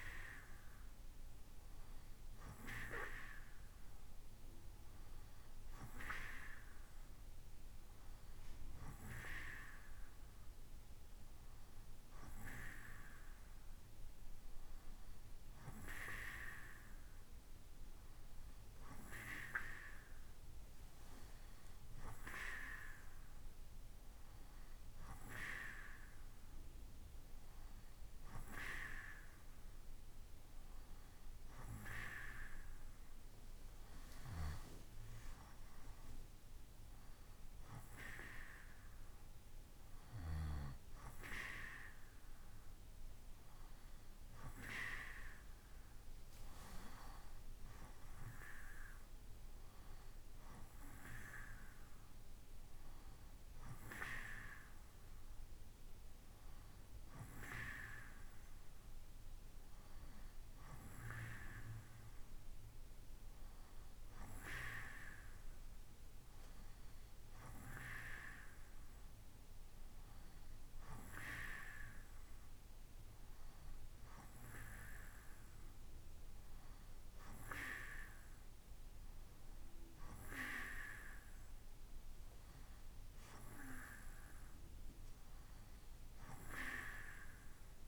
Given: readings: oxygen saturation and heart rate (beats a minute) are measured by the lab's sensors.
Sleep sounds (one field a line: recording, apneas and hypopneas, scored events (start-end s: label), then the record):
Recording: breathing in sleep by a room microphone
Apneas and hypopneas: none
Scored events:
none scored
From the record:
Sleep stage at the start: N2 (light sleep)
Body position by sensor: on the right side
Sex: male